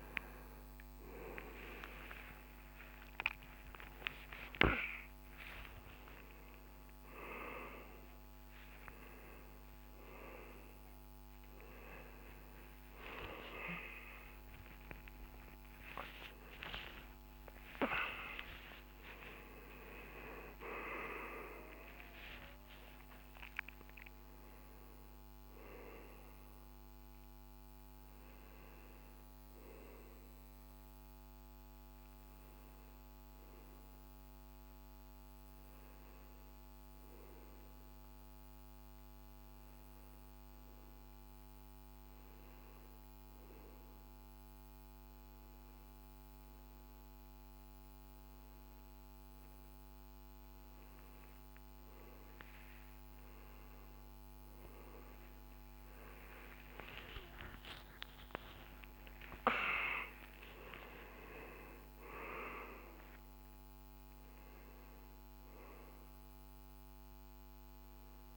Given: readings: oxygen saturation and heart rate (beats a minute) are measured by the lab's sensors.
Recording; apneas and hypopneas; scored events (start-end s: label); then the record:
a person awake in a sleep study, by a microphone on the trachea; none
25.50-32.50 s: oxygen desaturation (device-marked, oxygen 98% before, 95% lowest, heart rate 92 before, 59 extreme)
From the record:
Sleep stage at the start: awake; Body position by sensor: on the back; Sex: male